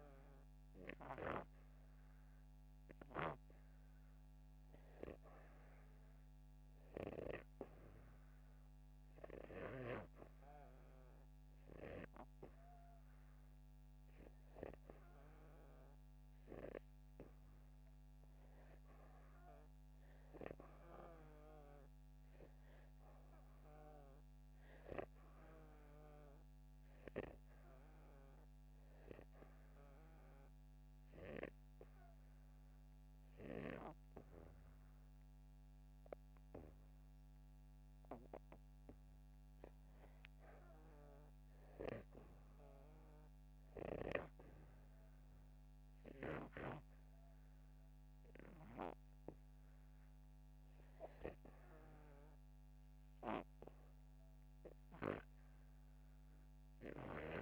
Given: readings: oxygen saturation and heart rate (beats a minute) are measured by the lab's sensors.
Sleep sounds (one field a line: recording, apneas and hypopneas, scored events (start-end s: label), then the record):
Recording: breathing in sleep by a microphone on the trachea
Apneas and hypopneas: 1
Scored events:
7.00-25.00 s: oxygen desaturation (device-marked, oxygen 98% before, 93% lowest)
29.00-39.50 s: obstructive apnea (oxygen 98% before, 92% lowest)
41.50-45.00 s: arousal
From the record:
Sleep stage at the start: REM sleep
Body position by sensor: upright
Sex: male